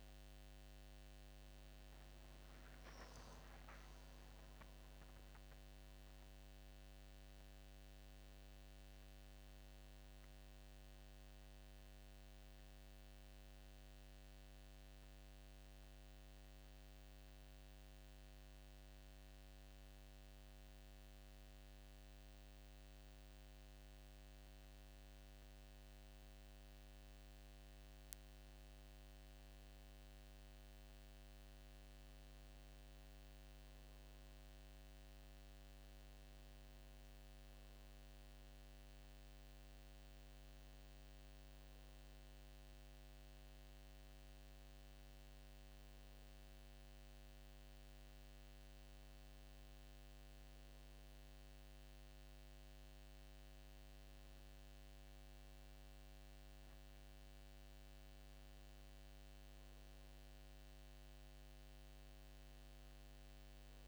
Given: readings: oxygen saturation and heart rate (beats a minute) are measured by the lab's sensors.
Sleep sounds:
breathing in sleep, hard to hear, by a microphone on the trachea; 2
5.00-8.50 s: arousal
9.50-13.50 s: bradycardia (device-marked, heart rate 74 before, 50 extreme)
15.00-28.00 s: hypopnea (oxygen 96% before, 93% lowest, heart rate 91 before, 74 extreme, up 8 after)
30.00-33.50 s: arousal
37.50-52.50 s: oxygen desaturation (device-marked, oxygen 98% before, 93% lowest, heart rate 76 before, 74 extreme)
44.00-54.00 s: hypopnea (oxygen 98% before, 92% lowest, heart rate 79 before, 74 extreme, up 4 after)
59.50-63.50 s: arousal
From the record:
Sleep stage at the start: N2 (light sleep); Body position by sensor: on the back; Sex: male

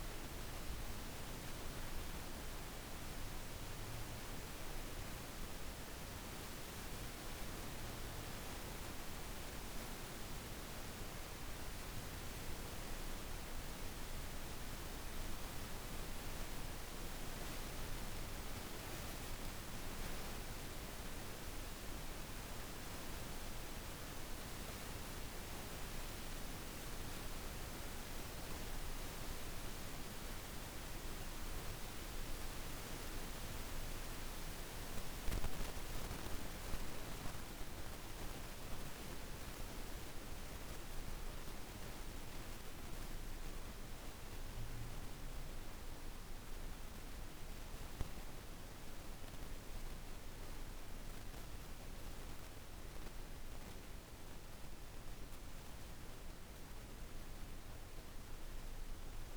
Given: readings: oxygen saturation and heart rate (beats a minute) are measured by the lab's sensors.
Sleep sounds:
a person partly awake in a sleep study, by a room microphone; none
42.50-59.36 s: new sleep stage, awake
From the record:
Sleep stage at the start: N1 (lightest sleep); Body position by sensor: on the back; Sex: female

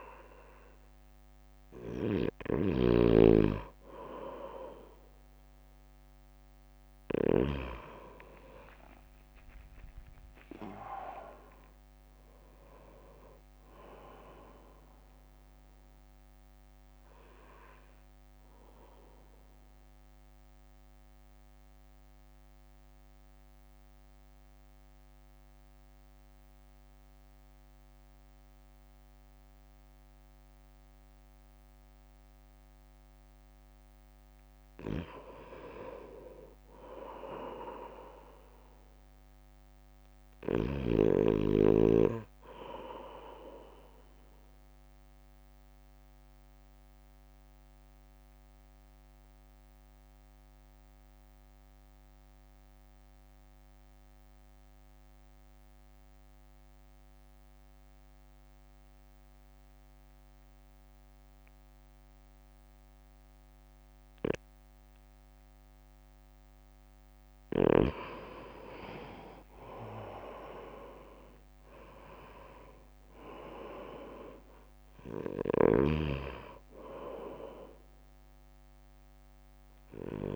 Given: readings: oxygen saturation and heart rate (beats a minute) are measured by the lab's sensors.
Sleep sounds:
breathing in sleep by a microphone on the trachea; 2
2.50-7.50 s: snoring (device-marked)
4.50-22.50 s: drop in pulse transit time (device-marked, heart rate 60 before, 54 extreme)
5.50-10.50 s: arousal
9.00-11.00 s: long interval between heartbeats (device-marked, heart rate 60 before, 68 extreme)
18.00-33.50 s: central apnea (oxygen 96% before, 92% lowest, heart rate 63 before, 52 extreme, up 8 after)
37.00-40.00 s: arousal
46.00-66.50 s: obstructive apnea (oxygen 98% before, 91% lowest, heart rate 59 before, 53 extreme, up 2 after)
54.50-62.50 s: oxygen desaturation (device-marked, oxygen 97% before, 94% lowest, heart rate 59 before, 53 extreme)
70.50-75.00 s: arousal
70.50-80.36 s: drop in pulse transit time (device-marked, heart rate 61 before, 53 extreme)
71.50-80.36 s: oxygen desaturation (device-marked, oxygen 96% before, 92% lowest, heart rate 61 before, 54 extreme)
75.50-80.36 s: snoring (device-marked)
From the record:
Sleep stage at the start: N2 (light sleep); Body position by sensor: on the right side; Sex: male

